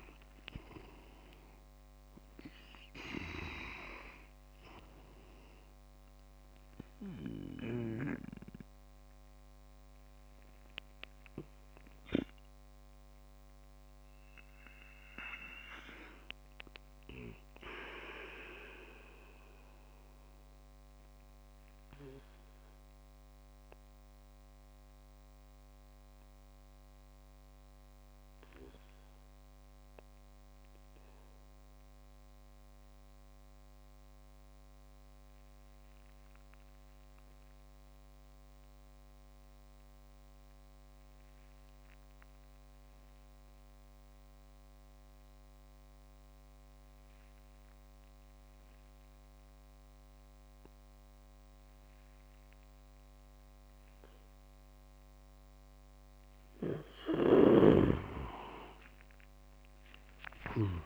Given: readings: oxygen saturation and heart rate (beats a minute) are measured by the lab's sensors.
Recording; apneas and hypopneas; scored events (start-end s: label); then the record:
breathing in sleep by a microphone on the trachea; 1
0.00-2.00 s: arousal
0.00-10.50 s: oxygen desaturation (device-marked, oxygen 93% lowest)
9.50-55.00 s: obstructive apnea (oxygen 100% before, 93% lowest)
48.50-60.86 s: oxygen desaturation (device-marked, oxygen 99% before, 93% lowest)
57.00-60.50 s: snoring (device-marked)
59.00-60.86 s: arousal
59.00-60.86 s: leg movement (device-marked)
From the record:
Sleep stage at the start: N2 (light sleep); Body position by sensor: on the back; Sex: male